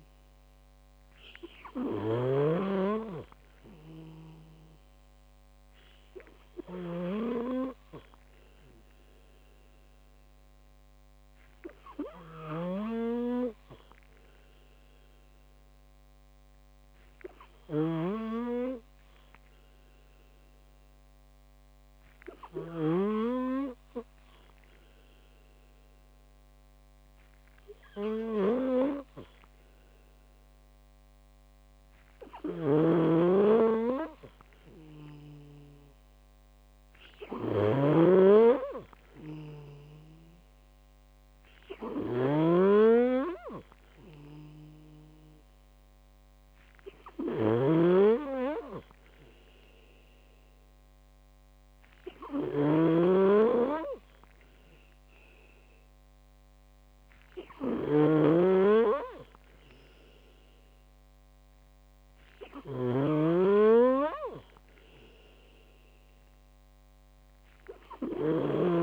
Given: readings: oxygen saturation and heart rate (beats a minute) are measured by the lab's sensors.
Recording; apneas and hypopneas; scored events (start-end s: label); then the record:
breathing in sleep by a microphone on the trachea; 1
0.00-3.50 s: oxygen desaturation (device-marked, oxygen 91% lowest)
0.00-23.00 s: snoring (device-marked)
10.00-14.00 s: arousal
17.50-33.00 s: hypopnea (oxygen 96% before, 92% lowest)
32.50-68.83 s: snoring (device-marked)
35.00-39.50 s: arousal
From the record:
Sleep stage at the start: N2 (light sleep); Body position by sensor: on the back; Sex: male